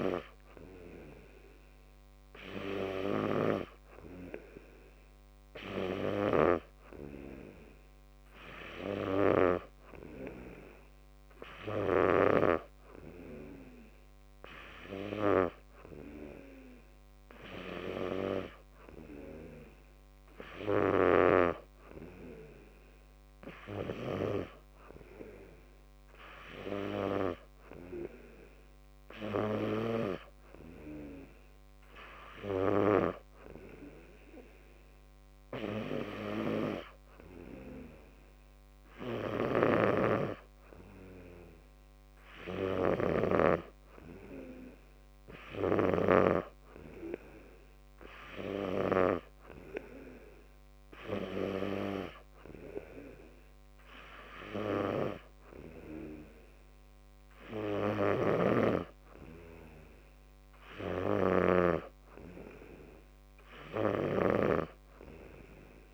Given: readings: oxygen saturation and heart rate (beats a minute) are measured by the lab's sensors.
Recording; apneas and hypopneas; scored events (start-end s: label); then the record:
breathing in sleep by a microphone on the trachea; none
none scored
From the record:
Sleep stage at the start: N2 (light sleep); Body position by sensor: on the back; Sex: male